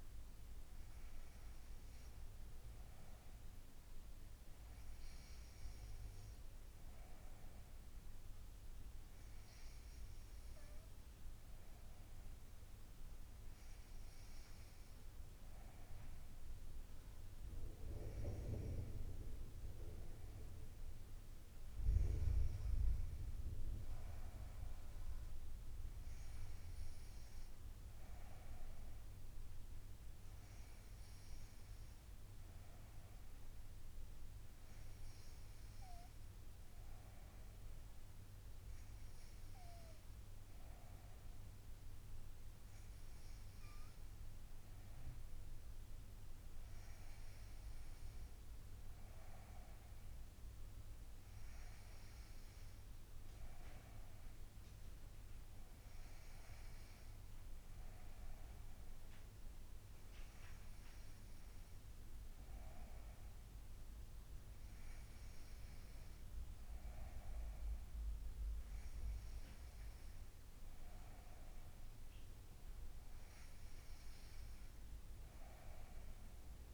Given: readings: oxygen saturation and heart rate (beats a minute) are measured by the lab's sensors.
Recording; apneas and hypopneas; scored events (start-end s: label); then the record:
breathing in sleep, hard to hear, by a room microphone; none
none scored
From the record:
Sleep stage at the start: N2 (light sleep); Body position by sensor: on the front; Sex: female